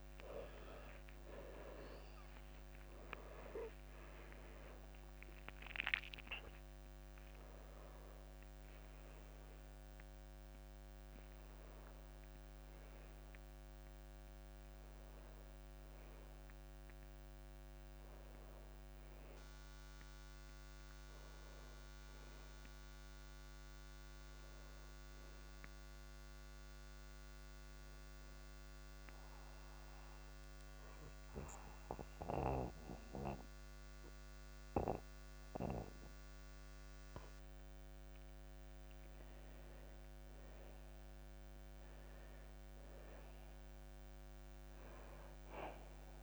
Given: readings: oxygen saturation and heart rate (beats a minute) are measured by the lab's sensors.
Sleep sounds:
breathing in sleep by a microphone on the trachea; 1
0.00-33.00 s: oxygen desaturation (device-marked, oxygen 80% lowest)
2.00-6.50 s: arousal
28.00-40.00 s: obstructive apnea (oxygen 91% before, 81% lowest)
42.00-45.00 s: arousal
From the record:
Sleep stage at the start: N2 (light sleep); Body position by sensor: on the back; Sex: male

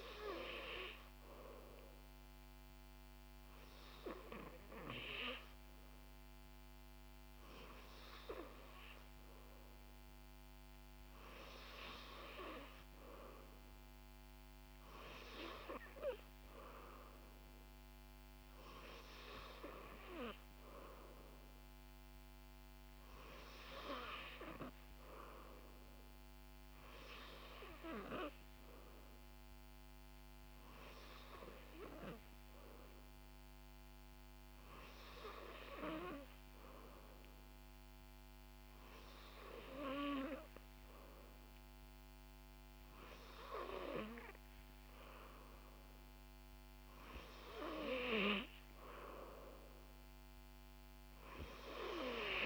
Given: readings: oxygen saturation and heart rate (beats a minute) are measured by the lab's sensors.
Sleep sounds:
breathing in sleep by a microphone on the trachea; none
none scored
From the record:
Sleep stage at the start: N2 (light sleep); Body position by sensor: on the back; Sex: female

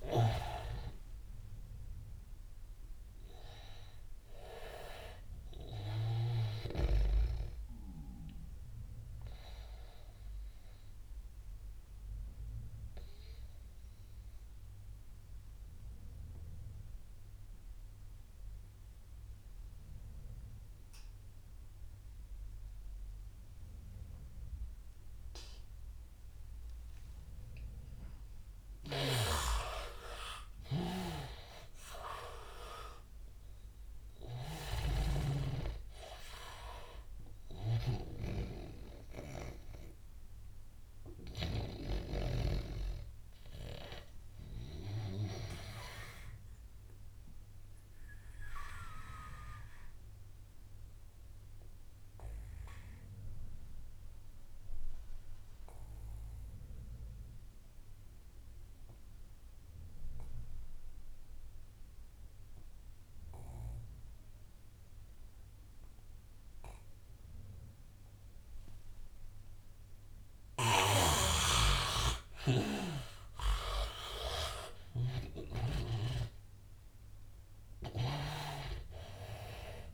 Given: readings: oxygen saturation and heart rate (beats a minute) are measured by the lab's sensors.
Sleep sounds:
breathing in sleep by a room microphone; 2
0.00-16.00 s: oxygen desaturation (device-marked, oxygen 79% lowest, heart rate 81 extreme)
8.00-29.00 s: obstructive apnea (oxygen 96% before, 79% lowest, heart rate 93 before, 81 extreme, up 9 after)
27.00-55.00 s: oxygen desaturation (device-marked, oxygen 99% before, 86% lowest, heart rate 87 before, 85 extreme)
30.50-41.50 s: snoring (device-marked)
31.00-35.00 s: arousal
40.50-69.00 s: obstructive apnea (oxygen 99% before, 84% lowest, heart rate 88 before, 85 extreme, up 6 after)
67.00-79.94 s: oxygen desaturation (device-marked, oxygen 99% before, 84% lowest, heart rate 89 before, 81 extreme)
70.50-76.00 s: snoring (device-marked)
73.00-77.50 s: arousal
From the record:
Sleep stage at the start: N2 (light sleep); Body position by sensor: on the back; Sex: male

